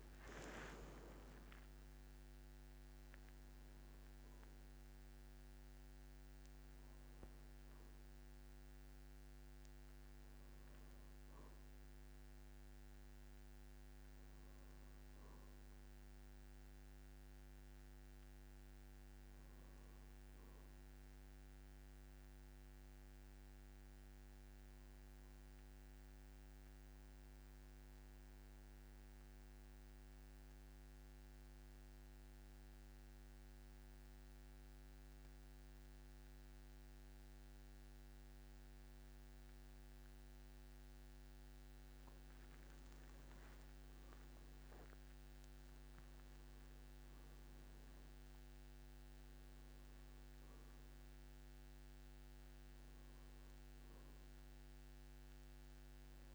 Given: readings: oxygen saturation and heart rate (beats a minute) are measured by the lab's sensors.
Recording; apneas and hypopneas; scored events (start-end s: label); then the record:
breathing in sleep, hard to hear, by a microphone on the trachea; 1
0.00-1.00 s: long interval between heartbeats (device-marked, heart rate 119 extreme)
0.00-28.00 s: oxygen desaturation (device-marked, oxygen 91% lowest, heart rate 48 extreme)
26.00-41.00 s: central apnea (oxygen 97% before, 93% lowest, heart rate 56 before, 48 extreme, up 16 after)
26.00-56.35 s: new sleep stage, N2 (light sleep)
44.00-47.50 s: arousal
49.00-56.35 s: oxygen desaturation (device-marked, oxygen 99% before, 93% lowest, heart rate 54 before, 49 extreme)
From the record:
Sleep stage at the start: N1 (lightest sleep); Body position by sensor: on the back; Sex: male